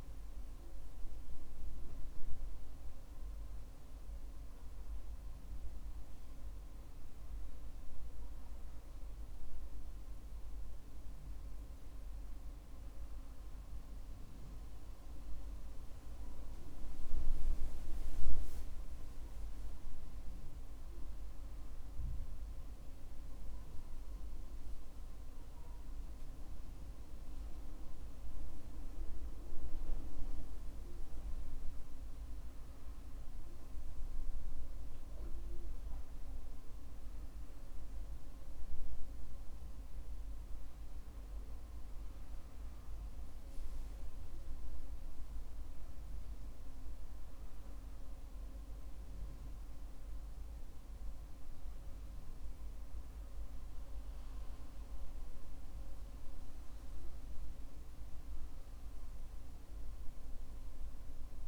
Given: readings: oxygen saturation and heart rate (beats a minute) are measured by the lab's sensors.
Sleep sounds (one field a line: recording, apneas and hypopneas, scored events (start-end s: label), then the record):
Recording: a person partly awake in a sleep study, hard to hear, by a room microphone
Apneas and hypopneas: none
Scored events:
11.50-61.48 s: new sleep stage, N1 (lightest sleep)
From the record:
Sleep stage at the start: awake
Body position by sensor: on the back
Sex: male